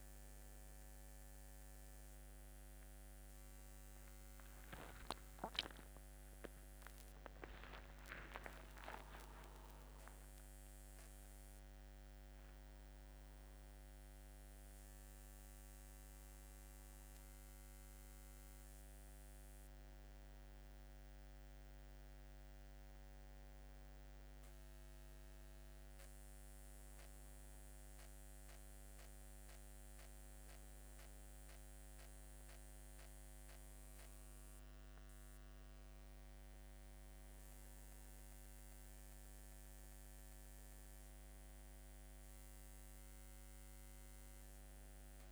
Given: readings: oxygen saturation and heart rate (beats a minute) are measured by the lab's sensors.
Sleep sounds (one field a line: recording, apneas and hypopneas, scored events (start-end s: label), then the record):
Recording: a person partly awake in a sleep study, by a microphone on the trachea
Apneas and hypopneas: none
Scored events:
18.00-45.32 s: new sleep stage, N1 (lightest sleep)
From the record:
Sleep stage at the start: awake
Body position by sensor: on the back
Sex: male